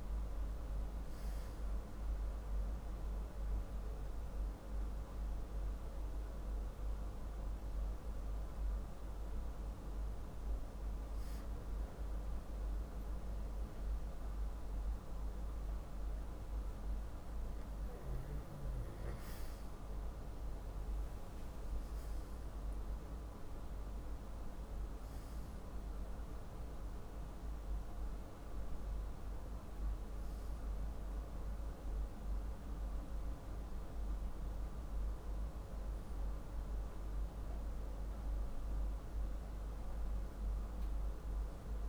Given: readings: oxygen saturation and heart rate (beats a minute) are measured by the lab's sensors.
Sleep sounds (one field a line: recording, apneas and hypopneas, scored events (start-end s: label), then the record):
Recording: breathing in sleep, hard to hear, by a room microphone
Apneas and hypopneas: none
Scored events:
23.00-26.50 s: arousal
From the record:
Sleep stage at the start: N2 (light sleep)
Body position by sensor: on the back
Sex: male